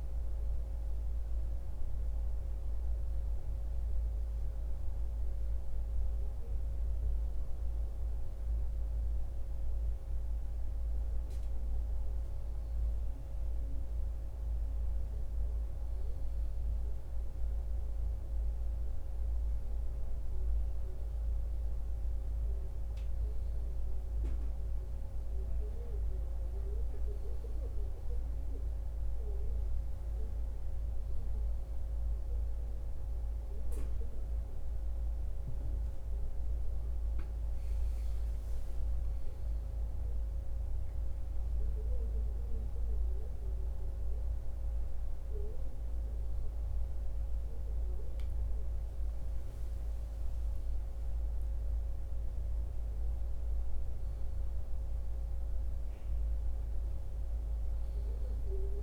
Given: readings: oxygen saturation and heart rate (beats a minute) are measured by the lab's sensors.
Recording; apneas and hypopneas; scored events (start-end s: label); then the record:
a person awake in a sleep study, hard to hear, by a room microphone; none
none scored
From the record:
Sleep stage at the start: awake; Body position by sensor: on the back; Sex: male